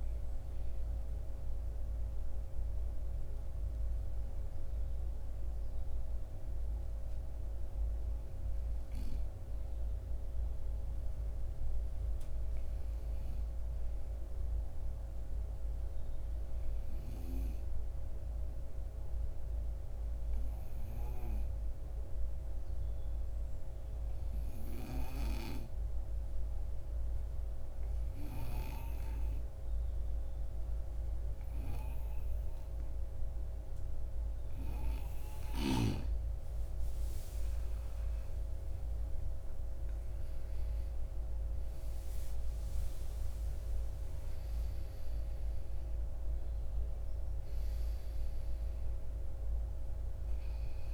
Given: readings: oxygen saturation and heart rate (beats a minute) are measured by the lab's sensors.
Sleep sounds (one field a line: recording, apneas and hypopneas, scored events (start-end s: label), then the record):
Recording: breathing in sleep by a room microphone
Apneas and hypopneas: 1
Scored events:
18.50-34.00 s: obstructive apnea (oxygen 98% before, 91% lowest, heart rate 54 before, 54 extreme, up 9 after)
28.00-50.93 s: oxygen desaturation (device-marked, oxygen 98% before, 91% lowest, heart rate 54 before, 52 extreme)
37.00-41.50 s: arousal
From the record:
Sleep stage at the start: N2 (light sleep)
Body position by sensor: on the right side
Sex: male